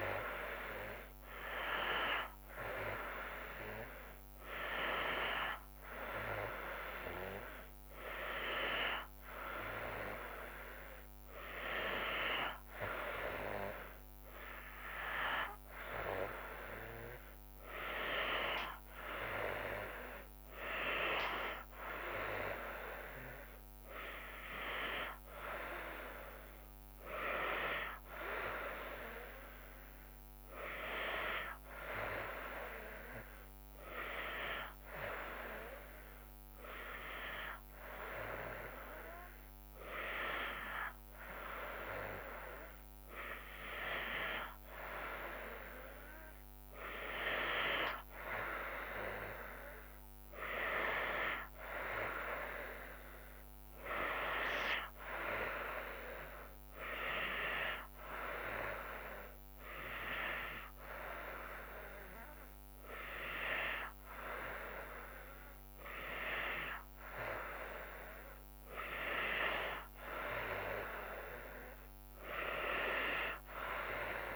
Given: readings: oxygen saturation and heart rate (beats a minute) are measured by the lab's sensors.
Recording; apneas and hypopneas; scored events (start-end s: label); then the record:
breathing in sleep by a microphone on the trachea; none
none scored
From the record:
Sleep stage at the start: N2 (light sleep); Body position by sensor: on the back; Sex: female